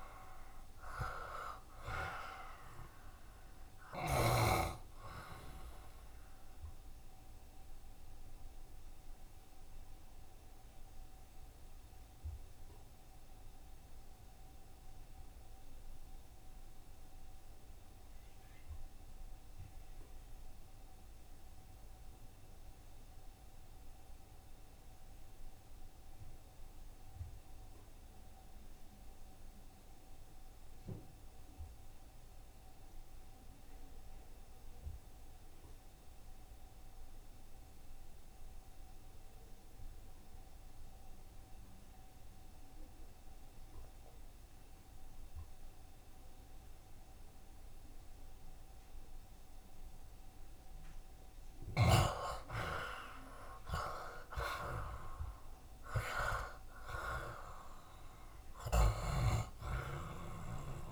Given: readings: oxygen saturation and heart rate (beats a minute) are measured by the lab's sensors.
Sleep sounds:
breathing in sleep by a room microphone; 1
0.00-24.50 s: oxygen desaturation (device-marked, oxygen 66% lowest, heart rate 67 extreme)
6.50-50.50 s: obstructive apnea (oxygen 79% before, 66% lowest, heart rate 75 before, 67 extreme, up 5 after)
26.50-60.92 s: oxygen desaturation (device-marked, oxygen 91% before, 66% lowest, heart rate 69 before, 67 extreme)
57.50-60.92 s: tachycardia (device-marked, heart rate 71 before, 116 extreme)
58.50-60.50 s: long interval between heartbeats (device-marked, heart rate 73 before, 86 extreme)
From the record:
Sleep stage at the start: N2 (light sleep); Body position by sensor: on the back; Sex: male

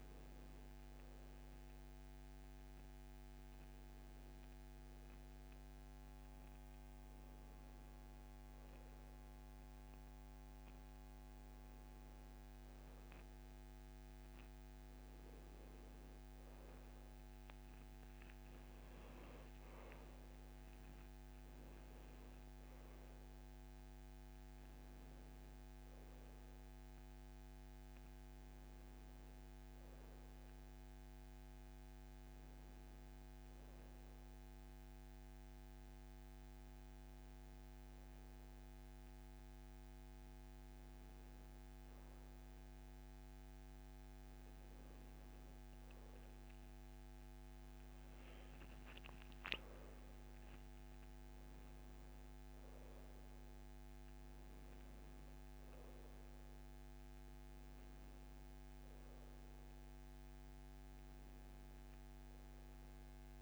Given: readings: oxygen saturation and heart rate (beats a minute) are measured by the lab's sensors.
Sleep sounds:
breathing in sleep, hard to hear, by a microphone on the trachea; 1
20.50-24.50 s: arousal
33.50-44.50 s: hypopnea (oxygen 96% before, 92% lowest, heart rate 69 before, 68 extreme, up 8 after)
45.00-49.50 s: arousal
50.00-63.42 s: oxygen desaturation (device-marked, oxygen 97% before, 93% lowest, heart rate 70 before, 72 extreme)
From the record:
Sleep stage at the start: N1 (lightest sleep); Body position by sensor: on the back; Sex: male

